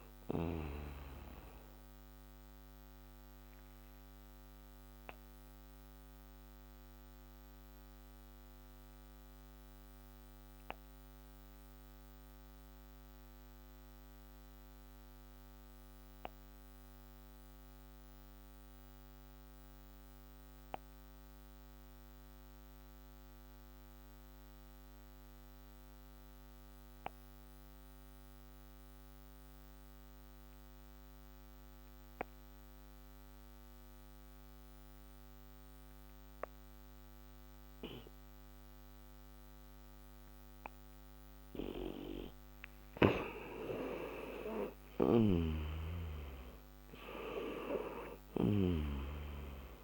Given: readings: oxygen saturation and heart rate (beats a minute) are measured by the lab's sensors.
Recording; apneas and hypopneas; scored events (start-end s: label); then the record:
breathing in sleep by a microphone on the trachea; 1
0.00-24.00 s: oxygen desaturation (device-marked, oxygen 88% lowest, heart rate 41 extreme)
4.00-41.00 s: obstructive apnea (oxygen 98% before, 88% lowest, heart rate 42 before, 36 extreme, up 22 after)
42.50-47.50 s: arousal
45.00-48.50 s: snoring (device-marked)
From the record:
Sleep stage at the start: N2 (light sleep); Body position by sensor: on the back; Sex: male